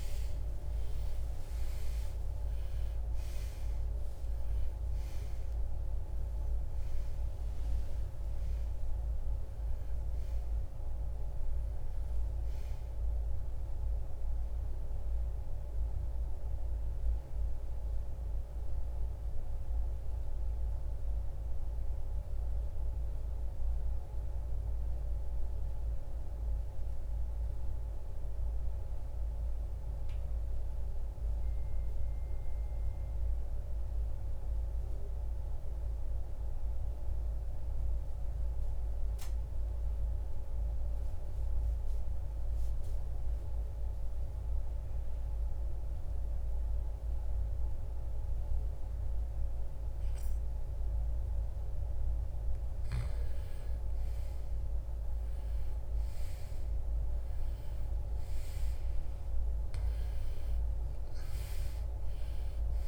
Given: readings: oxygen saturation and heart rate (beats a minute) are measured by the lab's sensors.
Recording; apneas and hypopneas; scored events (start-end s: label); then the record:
breathing in sleep, hard to hear, by a room microphone; 1
0.00-13.00 s: oxygen desaturation (device-marked, oxygen 94% lowest, heart rate 67 extreme)
7.00-62.88 s: new sleep stage, REM sleep
21.50-52.00 s: mixed apnea (oxygen 97% before, 80% lowest, heart rate 78 before, 54 extreme, up 11 after)
23.00-39.00 s: oxygen desaturation (device-marked, oxygen 95% before, 80% lowest, heart rate 78 before, 54 extreme)
53.50-58.50 s: arousal
From the record:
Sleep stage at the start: N2 (light sleep); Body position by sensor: on the right side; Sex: male